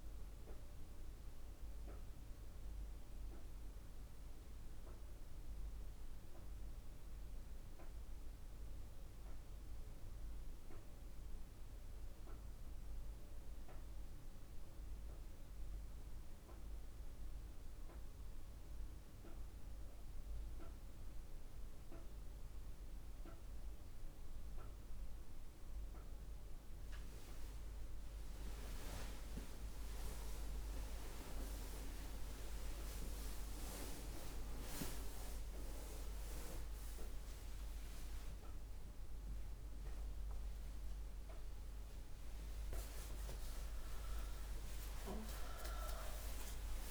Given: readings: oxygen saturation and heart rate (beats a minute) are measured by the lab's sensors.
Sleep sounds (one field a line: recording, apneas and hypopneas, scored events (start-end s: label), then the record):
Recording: a person awake in a sleep study, by a room microphone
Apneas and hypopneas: none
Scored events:
22.00-46.91 s: new sleep stage, awake
From the record:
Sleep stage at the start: N1 (lightest sleep)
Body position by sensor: on the back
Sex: female